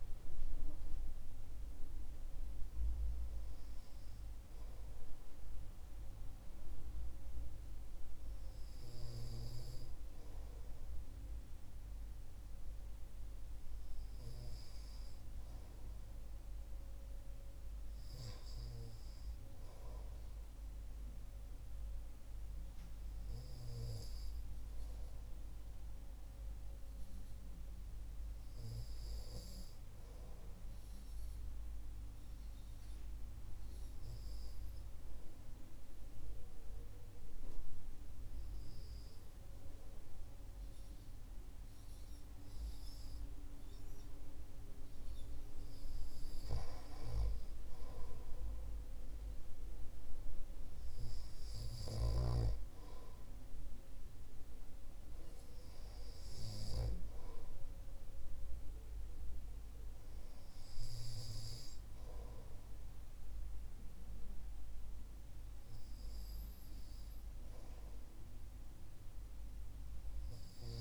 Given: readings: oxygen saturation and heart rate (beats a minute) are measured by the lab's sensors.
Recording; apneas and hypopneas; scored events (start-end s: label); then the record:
breathing in sleep by a room microphone; 1
30.50-45.00 s: hypopnea (oxygen 96% before, 93% lowest)
48.00-52.00 s: arousal
From the record:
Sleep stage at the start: REM sleep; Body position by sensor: on the right side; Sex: male